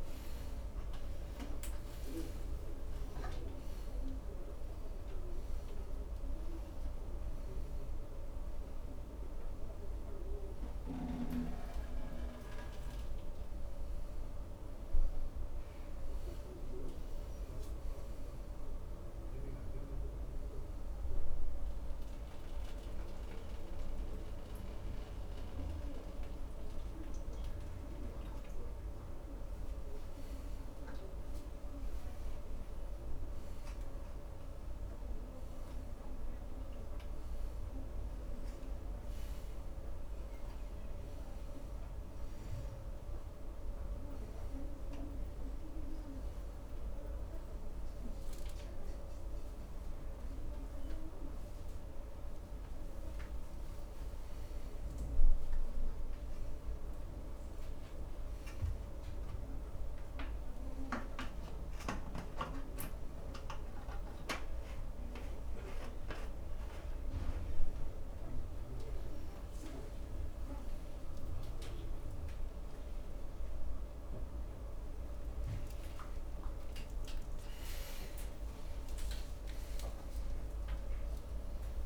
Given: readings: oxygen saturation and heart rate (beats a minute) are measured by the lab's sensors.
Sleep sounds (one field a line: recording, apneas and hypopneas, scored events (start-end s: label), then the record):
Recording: a person awake in a sleep study, by a room microphone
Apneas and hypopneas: none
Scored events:
23.50-28.50 s: oxygen desaturation (device-marked, oxygen 98% before, 96% lowest, heart rate 107 before, 103 extreme)
40.50-49.50 s: oxygen desaturation (device-marked, oxygen 96% before, 93% lowest, heart rate 105 before, 95 extreme)
51.50-55.50 s: oxygen desaturation (device-marked, oxygen 96% before, 93% lowest, heart rate 104 before, 95 extreme)
From the record:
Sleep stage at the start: awake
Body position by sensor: upright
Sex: male